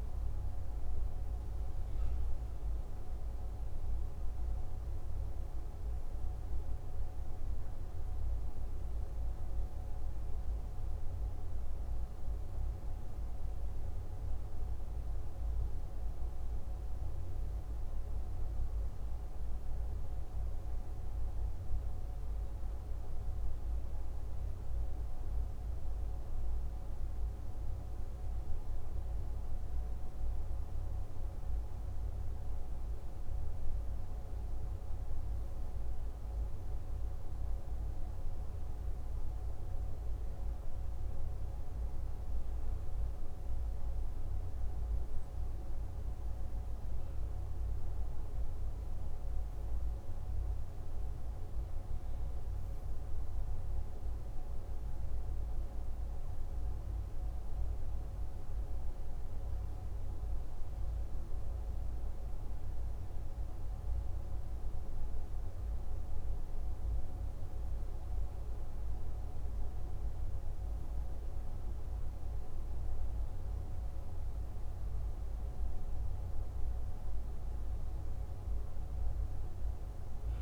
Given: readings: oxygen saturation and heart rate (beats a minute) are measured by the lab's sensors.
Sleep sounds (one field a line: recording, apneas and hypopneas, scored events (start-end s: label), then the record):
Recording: breathing in sleep, hard to hear, by a room microphone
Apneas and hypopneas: none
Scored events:
none scored
From the record:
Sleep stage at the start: N2 (light sleep)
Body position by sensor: on the left side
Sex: male